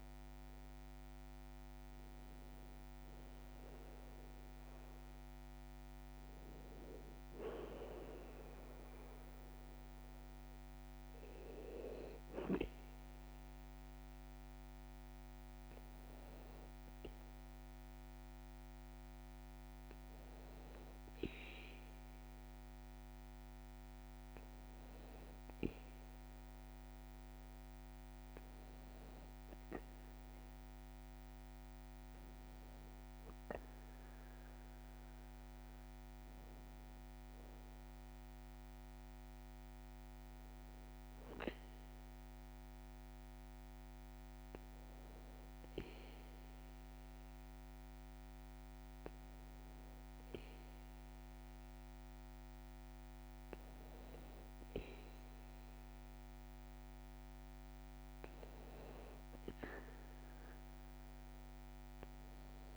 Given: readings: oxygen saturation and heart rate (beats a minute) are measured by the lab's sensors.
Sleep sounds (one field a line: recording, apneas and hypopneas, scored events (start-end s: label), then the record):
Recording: breathing in sleep, hard to hear, by a microphone on the trachea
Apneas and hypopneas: none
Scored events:
5.00-16.00 s: oxygen desaturation (device-marked, oxygen 96% before, 93% lowest, heart rate 63 before, 56 extreme)
16.50-21.00 s: arousal
From the record:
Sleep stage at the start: N2 (light sleep)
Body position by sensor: on the back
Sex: male